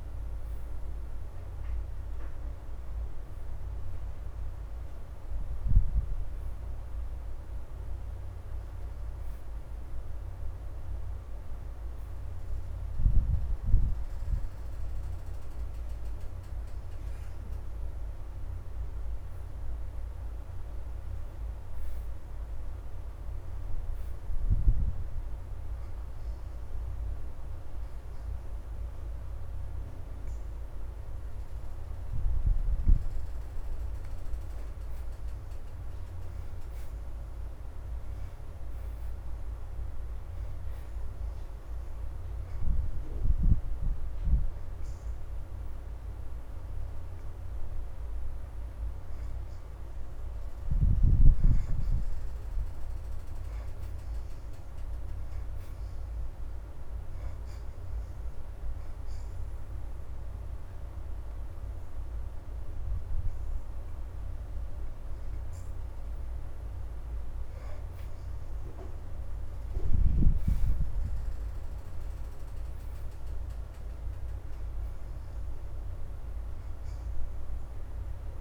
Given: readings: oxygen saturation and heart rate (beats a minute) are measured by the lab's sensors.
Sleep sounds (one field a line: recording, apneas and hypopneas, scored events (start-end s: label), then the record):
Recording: breathing in sleep, hard to hear, by a room microphone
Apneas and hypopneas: 2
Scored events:
0.00-12.50 s: oxygen desaturation (device-marked, oxygen 59% lowest, heart rate 79 extreme)
18.00-21.50 s: arousal
25.50-35.50 s: obstructive apnea (oxygen 80% before, 62% lowest, heart rate 81 before, 79 extreme, up 5 after)
30.50-38.50 s: oxygen desaturation (device-marked, oxygen 80% before, 73% lowest, heart rate 81 before, 79 extreme)
37.00-40.50 s: arousal
43.50-55.50 s: oxygen desaturation (device-marked, oxygen 80% before, 66% lowest, heart rate 82 before, 79 extreme)
57.50-70.50 s: oxygen desaturation (device-marked, oxygen 82% before, 69% lowest, heart rate 82 before, 77 extreme)
58.50-68.50 s: hypopnea (oxygen 82% before, 62% lowest, heart rate 82 before, 77 extreme, up 3 after)
69.50-73.00 s: arousal
75.50-78.41 s: oxygen desaturation (device-marked, oxygen 77% before, 62% lowest, heart rate 83 before, 77 extreme)
From the record:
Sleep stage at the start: N2 (light sleep)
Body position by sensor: on the back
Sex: female